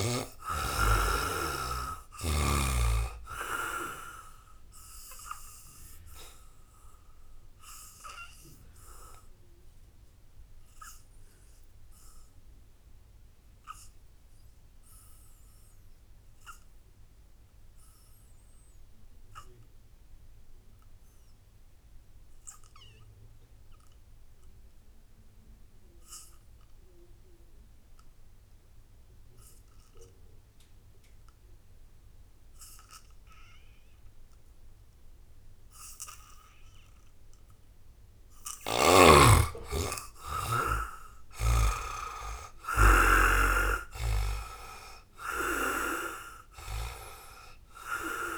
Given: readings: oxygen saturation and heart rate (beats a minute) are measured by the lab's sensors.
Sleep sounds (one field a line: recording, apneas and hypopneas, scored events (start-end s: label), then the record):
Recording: breathing in sleep by a room microphone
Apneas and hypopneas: 1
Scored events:
0.00-20.00 s: oxygen desaturation (device-marked, oxygen 74% lowest, heart rate 58 extreme)
6.00-37.00 s: obstructive apnea (oxygen 98% before, 70% lowest, heart rate 75 before, 58 extreme, up 2 after)
22.00-48.38 s: oxygen desaturation (device-marked, oxygen 98% before, 70% lowest, heart rate 82 before, 58 extreme)
39.00-43.50 s: arousal
43.00-48.38 s: snoring (device-marked)
From the record:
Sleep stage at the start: N2 (light sleep)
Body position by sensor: on the back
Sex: male